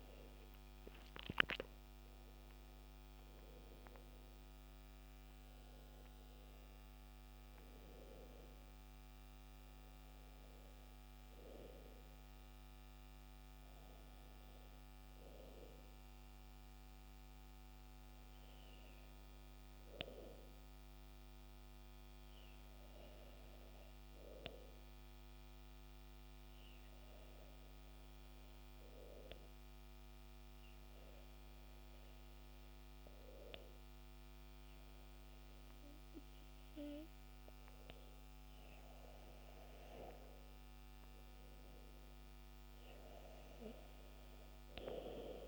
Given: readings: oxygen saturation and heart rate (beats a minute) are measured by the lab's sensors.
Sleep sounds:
breathing in sleep by a microphone on the trachea; 1
0.00-2.50 s: arousal
22.00-36.00 s: obstructive apnea (oxygen 98% before, 94% lowest, heart rate 82 before, 63 extreme, up 7 after)
37.50-42.00 s: arousal
37.50-45.48 s: oxygen desaturation (device-marked, oxygen 98% before, 94% lowest, heart rate 69 before, 63 extreme)
From the record:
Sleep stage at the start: N2 (light sleep); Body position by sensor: on the back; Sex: male

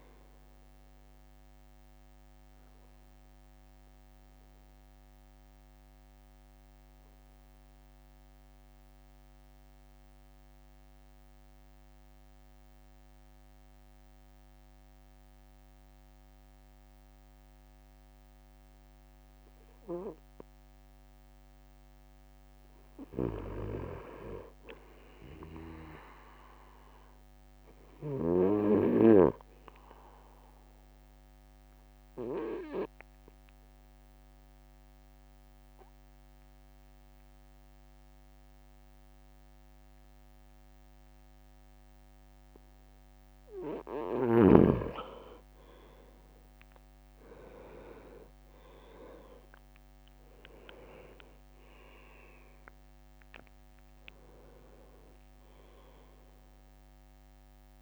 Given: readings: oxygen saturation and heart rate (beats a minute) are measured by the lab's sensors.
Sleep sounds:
breathing in sleep by a microphone on the trachea; 2
5.00-21.00 s: mixed apnea (oxygen 99% before, 97% lowest)
23.00-26.00 s: arousal
30.50-44.00 s: obstructive apnea (oxygen 99% before, 97% lowest)
48.00-49.00 s: leg movement (device-marked)
49.50-53.00 s: arousal
From the record:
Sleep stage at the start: N2 (light sleep); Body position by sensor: on the right side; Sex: male

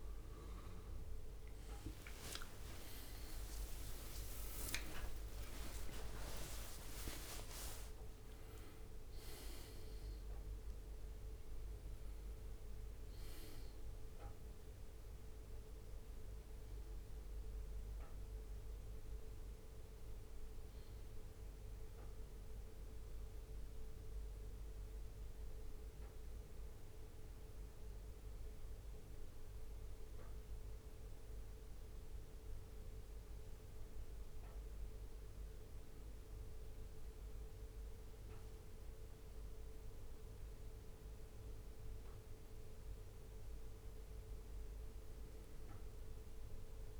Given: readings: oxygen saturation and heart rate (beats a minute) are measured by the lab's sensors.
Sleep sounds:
breathing in sleep by a room microphone; 1
0.00-14.50 s: oxygen desaturation (device-marked, oxygen 93% lowest, heart rate 65 extreme)
0.50-2.00 s: leg movement (device-marked)
1.00-3.00 s: long interval between heartbeats (device-marked, heart rate 67 before, 80 extreme)
1.50-6.00 s: arousal
3.50-4.50 s: leg movement (device-marked)
5.50-7.00 s: leg movement (device-marked)
15.50-45.50 s: new sleep stage, N1 (lightest sleep)
18.50-20.00 s: leg movement (device-marked)
20.50-24.00 s: arousal
27.00-38.50 s: obstructive apnea (oxygen 96% before, 94% lowest, heart rate 70 before, 65 extreme, up 2 after)
29.00-31.50 s: leg movement (device-marked)
40.50-45.00 s: arousal
45.50-47.00 s: new sleep stage, N2 (light sleep)
From the record:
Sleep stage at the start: N2 (light sleep); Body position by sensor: on the back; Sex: male

